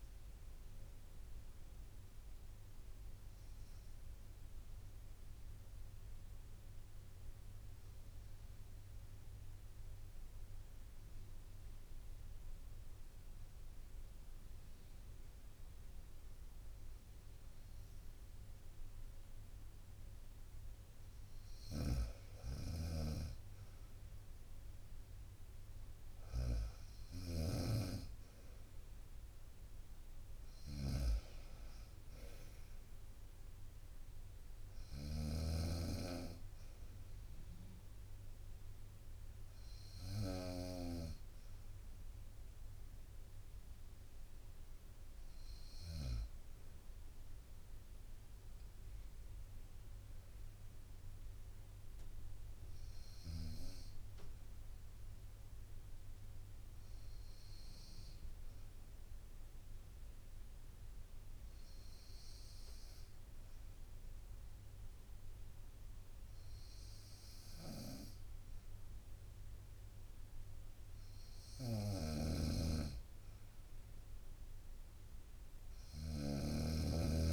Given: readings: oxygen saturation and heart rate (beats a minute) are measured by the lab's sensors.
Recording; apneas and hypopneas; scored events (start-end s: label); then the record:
breathing in sleep by a room microphone; 2
0.00-3.00 s: drop in pulse transit time (device-marked, heart rate 68 extreme)
0.00-9.00 s: oxygen desaturation (device-marked, oxygen 92% lowest, heart rate 60 extreme)
0.50-20.00 s: obstructive apnea (oxygen 96% before, 92% lowest, heart rate 81 before, 59 extreme, up 2 after)
21.50-46.00 s: snoring (device-marked)
22.00-26.00 s: arousal
27.00-47.00 s: oxygen desaturation (device-marked, oxygen 98% before, 94% lowest, heart rate 61 before, 57 extreme)
36.00-40.00 s: bradycardia (device-marked, heart rate 63 before, 59 extreme)
50.00-53.50 s: arousal
53.00-60.00 s: bradycardia (device-marked, heart rate 63 before, 57 extreme)
55.50-71.00 s: obstructive apnea (oxygen 98% before, 94% lowest, heart rate 62 before, 57 extreme, up 3 after)
71.50-77.33 s: snoring (device-marked)
74.00-77.33 s: arousal
From the record:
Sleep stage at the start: N2 (light sleep); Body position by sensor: on the right side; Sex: female